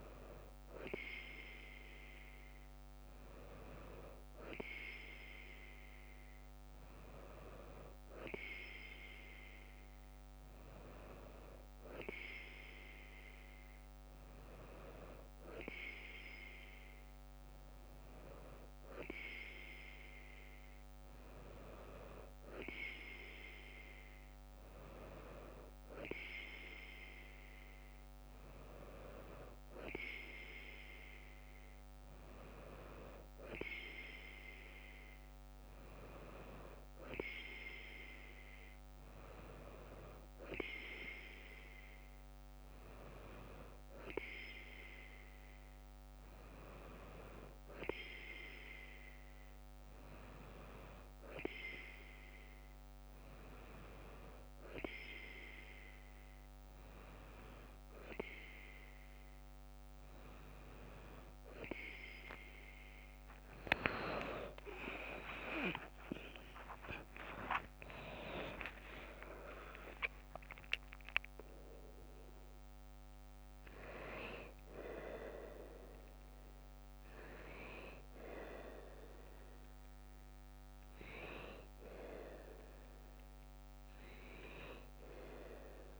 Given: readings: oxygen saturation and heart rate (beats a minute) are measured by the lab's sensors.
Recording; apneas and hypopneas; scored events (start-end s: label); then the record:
breathing in sleep by a microphone on the trachea; none
63.50-65.50 s: long interval between heartbeats (device-marked, heart rate 62 before, 91 extreme)
64.00-69.50 s: arousal
72.50-86.00 s: new sleep stage, N2 (light sleep)
From the record:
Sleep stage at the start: N3 (deep sleep); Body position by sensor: on the right side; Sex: female